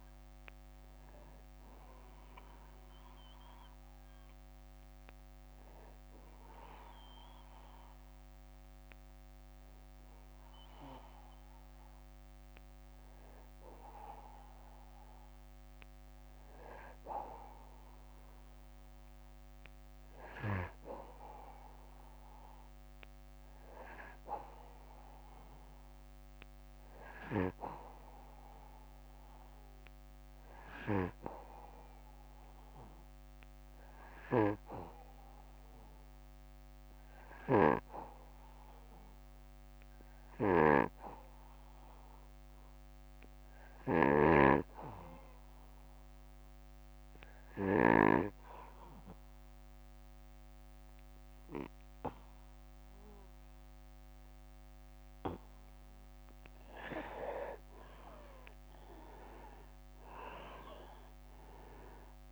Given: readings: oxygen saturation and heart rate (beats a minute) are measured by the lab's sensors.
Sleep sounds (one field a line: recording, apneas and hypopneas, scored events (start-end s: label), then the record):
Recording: breathing in sleep by a microphone on the trachea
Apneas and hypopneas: 2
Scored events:
1.50-15.00 s: hypopnea (oxygen 96% before, 90% lowest, heart rate 65 before, 56 extreme, up 2 after)
16.00-23.00 s: oxygen desaturation (device-marked, oxygen 94% before, 90% lowest, heart rate 61 before, 58 extreme)
22.00-26.50 s: arousal
35.50-54.50 s: obstructive apnea (oxygen 98% before, 90% lowest, heart rate 58 before, 59 extreme, up 8 after)
36.50-47.50 s: snoring (device-marked)
57.50-61.50 s: arousal
From the record:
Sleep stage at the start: N2 (light sleep)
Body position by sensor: on the back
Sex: male